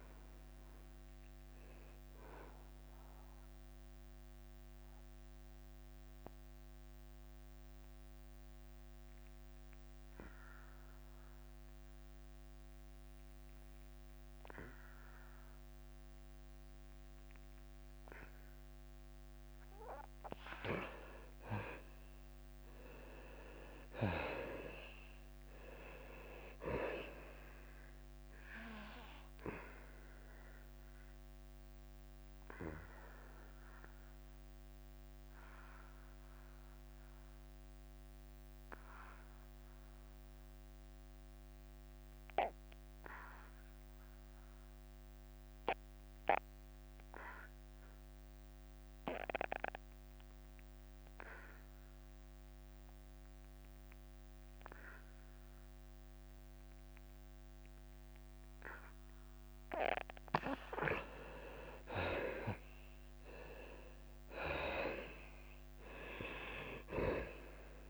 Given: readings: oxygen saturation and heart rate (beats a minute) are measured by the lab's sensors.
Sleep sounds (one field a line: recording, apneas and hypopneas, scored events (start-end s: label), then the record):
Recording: breathing in sleep by a microphone on the trachea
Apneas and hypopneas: 2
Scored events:
0.00-3.00 s: tachycardia (device-marked, heart rate 101 extreme)
0.00-7.00 s: drop in pulse transit time (device-marked, heart rate 89 extreme)
0.00-22.00 s: oxygen desaturation (device-marked, oxygen 82% lowest, heart rate 87 extreme)
3.00-21.50 s: mixed apnea (oxygen 96% before, 80% lowest, heart rate 92 before, 87 extreme, up 6 after)
24.00-27.50 s: arousal
24.00-36.00 s: drop in pulse transit time (device-marked, heart rate 94 before, 88 extreme)
24.00-46.00 s: oxygen desaturation (device-marked, oxygen 97% before, 82% lowest, heart rate 94 before, 88 extreme)
30.50-60.00 s: obstructive apnea (oxygen 97% before, 78% lowest, heart rate 91 before, 88 extreme, up 3 after)
48.00-67.90 s: oxygen desaturation (device-marked, oxygen 98% before, 78% lowest, heart rate 91 before, 87 extreme)
62.50-66.00 s: arousal
64.00-67.90 s: drop in pulse transit time (device-marked, heart rate 89 before, 91 extreme)
From the record:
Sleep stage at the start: N2 (light sleep)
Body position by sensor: on the back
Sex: male